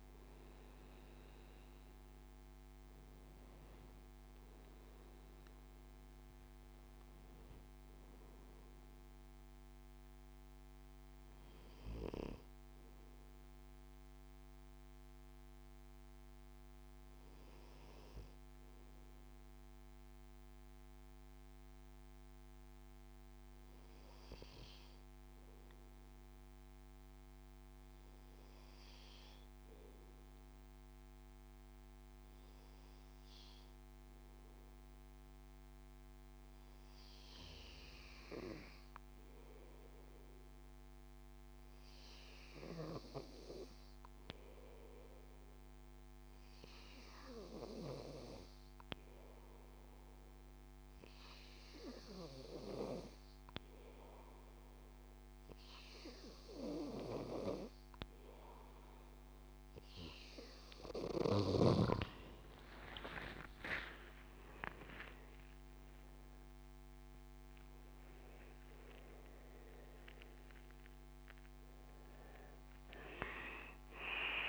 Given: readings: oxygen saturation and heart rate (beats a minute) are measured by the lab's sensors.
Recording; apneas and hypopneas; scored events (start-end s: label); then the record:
breathing in sleep by a microphone on the trachea; 1
0.00-15.00 s: oxygen desaturation (device-marked, oxygen 90% lowest, heart rate 62 extreme)
10.50-61.00 s: obstructive apnea (oxygen 97% before, 91% lowest, heart rate 79 before, 63 extreme, up 13 after)
37.00-74.49 s: oxygen desaturation (device-marked, oxygen 99% before, 91% lowest, heart rate 70 before, 64 extreme)
64.50-69.00 s: arousal
From the record:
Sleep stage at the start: N2 (light sleep); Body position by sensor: on the back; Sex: male